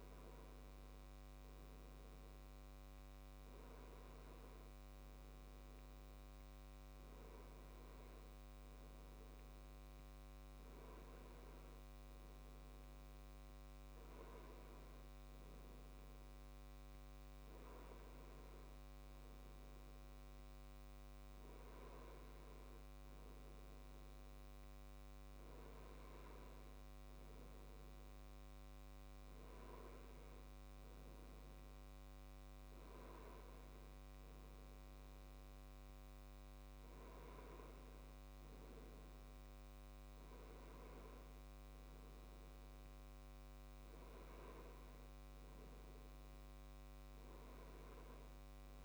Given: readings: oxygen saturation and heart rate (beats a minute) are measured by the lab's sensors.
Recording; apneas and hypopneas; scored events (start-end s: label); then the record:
breathing in sleep, hard to hear, by a microphone on the trachea; none
none scored
From the record:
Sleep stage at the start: N2 (light sleep); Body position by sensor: on the left side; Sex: male